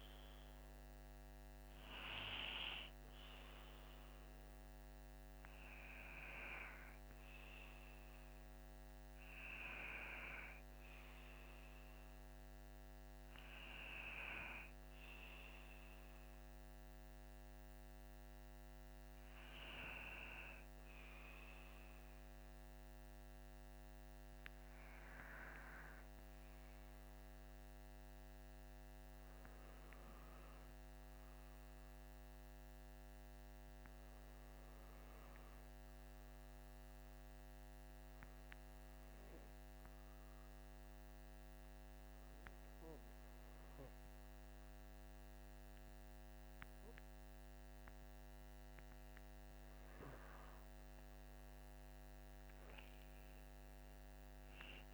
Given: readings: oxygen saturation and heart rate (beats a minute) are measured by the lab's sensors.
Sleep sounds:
breathing in sleep by a microphone on the trachea; 1
0.00-4.50 s: oxygen desaturation (device-marked, oxygen 94% lowest, heart rate 49 extreme)
20.00-47.00 s: hypopnea (oxygen 99% before, 94% lowest, heart rate 53 before, 51 extreme, up 8 after)
48.50-54.93 s: oxygen desaturation (device-marked, oxygen 98% before, 94% lowest, heart rate 56 before, 51 extreme)
51.00-54.93 s: arousal
From the record:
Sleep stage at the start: N2 (light sleep); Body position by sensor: on the back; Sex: male

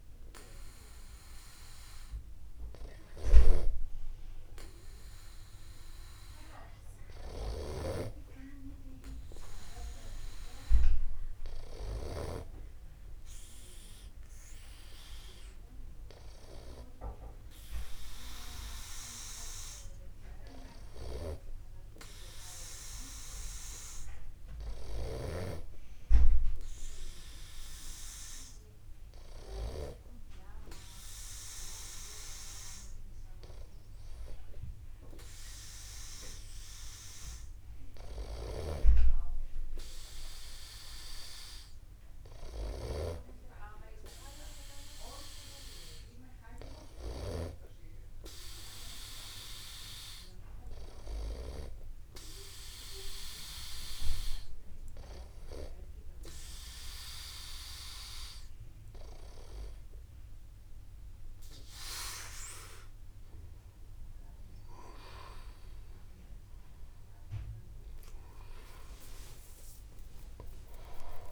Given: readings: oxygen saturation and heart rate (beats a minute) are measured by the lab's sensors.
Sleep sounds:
breathing in sleep by a room microphone; none
21.00-23.00 s: long interval between heartbeats (device-marked, heart rate 54 before, 72 extreme)
69.50-71.32 s: long interval between heartbeats (device-marked, heart rate 55 before, 64 extreme)
From the record:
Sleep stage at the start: N2 (light sleep); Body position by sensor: upright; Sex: male

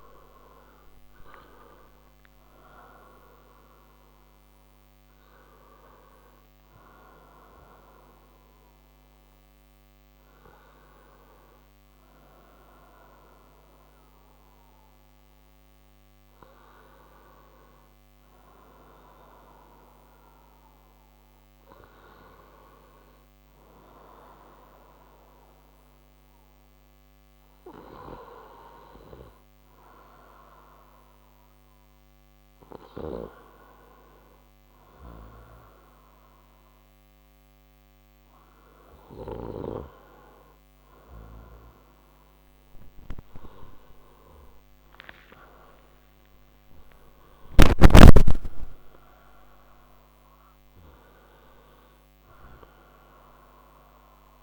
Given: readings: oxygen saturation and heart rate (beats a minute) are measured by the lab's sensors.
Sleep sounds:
breathing in sleep by a microphone on the trachea; 1
0.00-4.00 s: oxygen desaturation (device-marked, oxygen 90% lowest, heart rate 58 extreme)
12.50-31.50 s: hypopnea (oxygen 98% before, 93% lowest, heart rate 61 before, 59 extreme, up 10 after)
29.00-54.00 s: oxygen desaturation (device-marked, oxygen 99% before, 94% lowest, heart rate 60 before, 57 extreme)
43.50-47.00 s: arousal
From the record:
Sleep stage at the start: N1 (lightest sleep); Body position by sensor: on the right side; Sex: male

